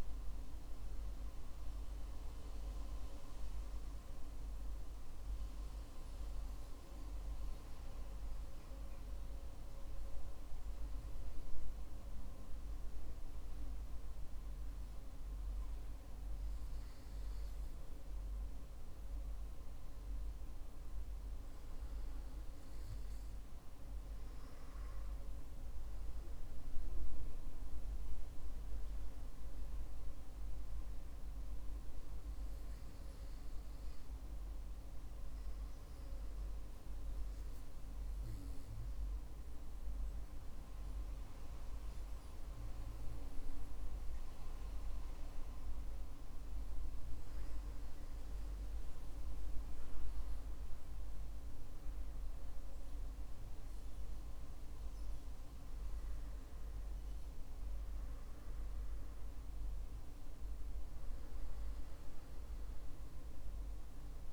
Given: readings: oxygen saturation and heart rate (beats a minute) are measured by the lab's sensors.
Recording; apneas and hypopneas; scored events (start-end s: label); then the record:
breathing in sleep, hard to hear, by a room microphone; none
none scored
From the record:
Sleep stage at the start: N2 (light sleep); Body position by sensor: on the back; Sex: male